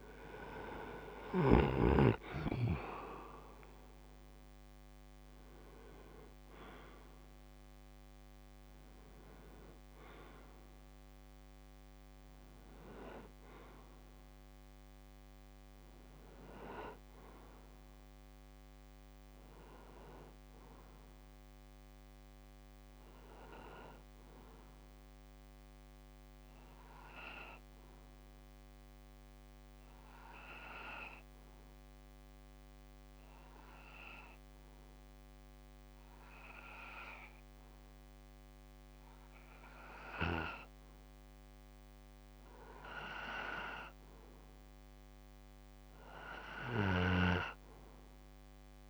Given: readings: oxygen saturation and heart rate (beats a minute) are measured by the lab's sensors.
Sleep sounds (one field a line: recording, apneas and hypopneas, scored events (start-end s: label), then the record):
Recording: breathing in sleep by a microphone on the trachea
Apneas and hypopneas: 1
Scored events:
0.00-1.50 s: snoring (device-marked)
0.50-22.50 s: oxygen desaturation (device-marked, oxygen 94% before, 90% lowest, heart rate 63 before, 63 extreme)
1.00-5.50 s: arousal
28.50-41.50 s: obstructive apnea (oxygen 94% before, 91% lowest, heart rate 67 before, 64 extreme, up 2 after)
43.00-46.00 s: arousal
46.50-48.90 s: oxygen desaturation (device-marked, oxygen 98% before, 92% lowest, heart rate 65 before, 65 extreme)
From the record:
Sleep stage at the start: N2 (light sleep)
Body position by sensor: on the back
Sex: male